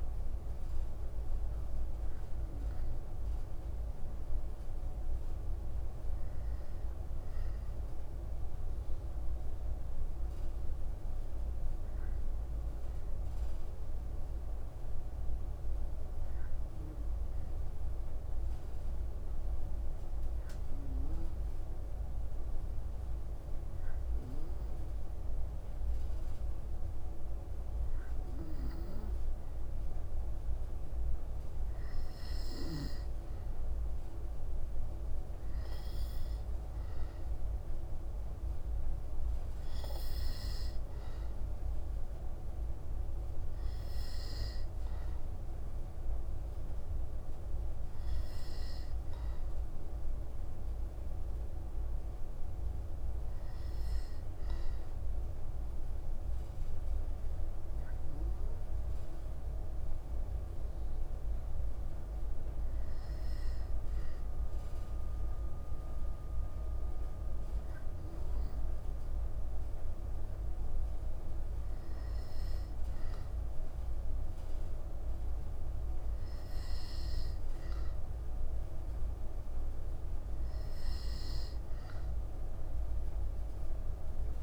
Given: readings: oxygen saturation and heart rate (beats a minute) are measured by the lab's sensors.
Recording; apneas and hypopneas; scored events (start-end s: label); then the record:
breathing in sleep, hard to hear, by a room microphone; 2
9.00-13.00 s: arousal
16.00-31.00 s: hypopnea (oxygen 96% before, 94% lowest, heart rate 57 before, 55 extreme, up 2 after)
32.50-37.00 s: arousal
57.50-70.00 s: hypopnea (oxygen 96% before, 94% lowest, heart rate 56 before, 55 extreme, up 1 after)
73.00-78.00 s: arousal
From the record:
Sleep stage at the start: N2 (light sleep); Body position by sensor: on the back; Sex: female